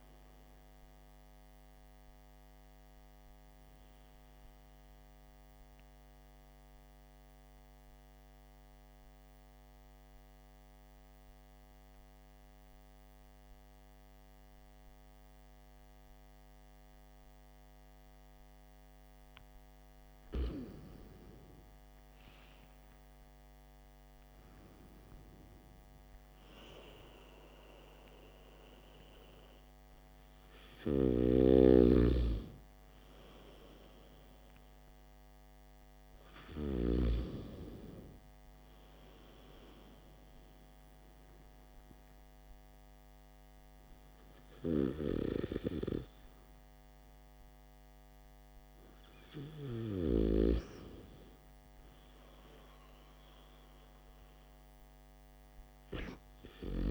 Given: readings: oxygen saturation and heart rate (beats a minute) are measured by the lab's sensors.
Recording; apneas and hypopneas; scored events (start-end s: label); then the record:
breathing in sleep by a microphone on the trachea; 1
0.00-1.00 s: oxygen desaturation (device-marked, oxygen 92% lowest, heart rate 47 extreme)
2.50-19.50 s: mixed apnea (oxygen 95% before, 92% lowest, heart rate 58 before, 48 extreme, up 14 after)
21.50-25.50 s: arousal
From the record:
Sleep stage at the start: N2 (light sleep); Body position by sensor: on the back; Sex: male